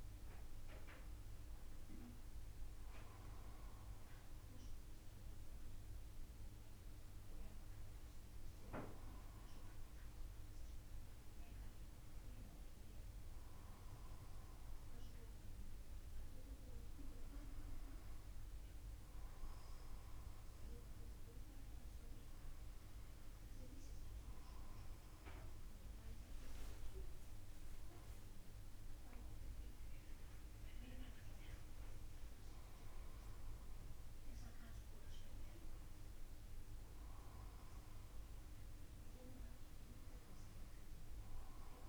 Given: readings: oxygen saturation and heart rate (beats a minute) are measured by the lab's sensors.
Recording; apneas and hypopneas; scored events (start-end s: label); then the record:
breathing in sleep, hard to hear, by a room microphone; none
none scored
From the record:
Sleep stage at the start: N1 (lightest sleep); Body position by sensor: on the back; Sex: male